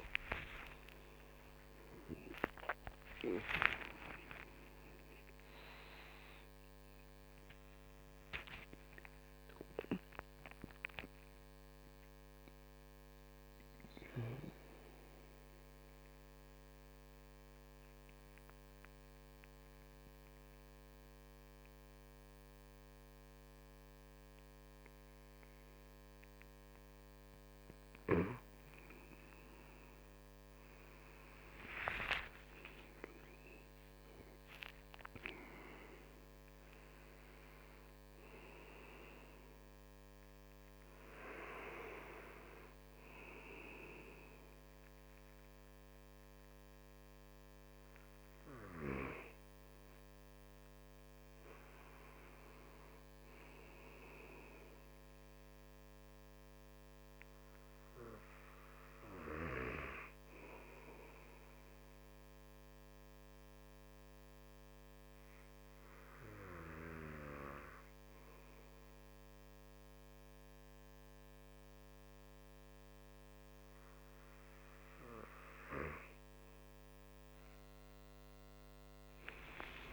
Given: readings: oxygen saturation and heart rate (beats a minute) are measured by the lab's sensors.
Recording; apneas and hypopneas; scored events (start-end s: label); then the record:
breathing in sleep by a microphone on the trachea; 2
0.00-11.00 s: oxygen desaturation (device-marked, oxygen 90% lowest)
8.50-27.00 s: obstructive apnea (oxygen 97% before, 92% lowest)
28.50-35.00 s: arousal
60.00-75.00 s: hypopnea (oxygen 97% before, 94% lowest)
From the record:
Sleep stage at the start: N2 (light sleep); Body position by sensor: on the right side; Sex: male